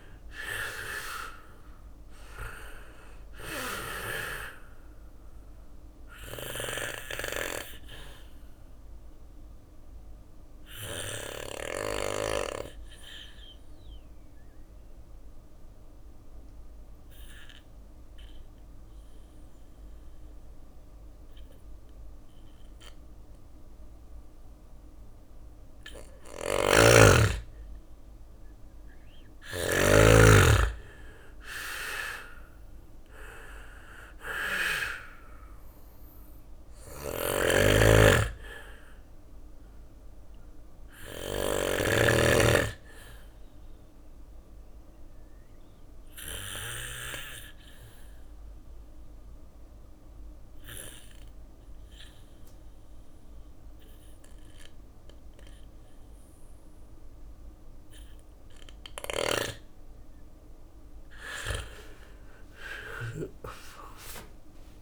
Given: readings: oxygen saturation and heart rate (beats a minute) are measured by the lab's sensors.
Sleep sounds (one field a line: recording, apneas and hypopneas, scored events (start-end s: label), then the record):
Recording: breathing in sleep by a room microphone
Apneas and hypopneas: 2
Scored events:
0.00-6.50 s: drop in pulse transit time (device-marked, heart rate 60 extreme)
0.50-19.50 s: oxygen desaturation (device-marked, oxygen 98% before, 90% lowest, heart rate 60 before, 57 extreme)
4.50-17.50 s: bradycardia (device-marked, heart rate 61 before, 57 extreme)
7.00-24.00 s: obstructive apnea (oxygen 98% before, 90% lowest, heart rate 61 before, 57 extreme, up 5 after)
18.50-25.50 s: bradycardia (device-marked, heart rate 61 before, 58 extreme)
25.00-29.00 s: snoring (device-marked)
26.50-31.00 s: arousal
28.50-40.50 s: drop in pulse transit time (device-marked, heart rate 58 before, 59 extreme)
33.50-51.50 s: oxygen desaturation (device-marked, oxygen 99% before, 93% lowest, heart rate 59 before, 58 extreme)
36.00-41.00 s: snoring (device-marked)
42.50-59.00 s: obstructive apnea (oxygen 99% before, 92% lowest, heart rate 60 before, 58 extreme, up 12 after)
44.50-55.50 s: bradycardia (device-marked, heart rate 60 before, 58 extreme)
61.00-64.82 s: arousal
61.50-64.82 s: drop in pulse transit time (device-marked, heart rate 59 before, 59 extreme)
From the record:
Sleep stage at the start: N2 (light sleep)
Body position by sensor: on the back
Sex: male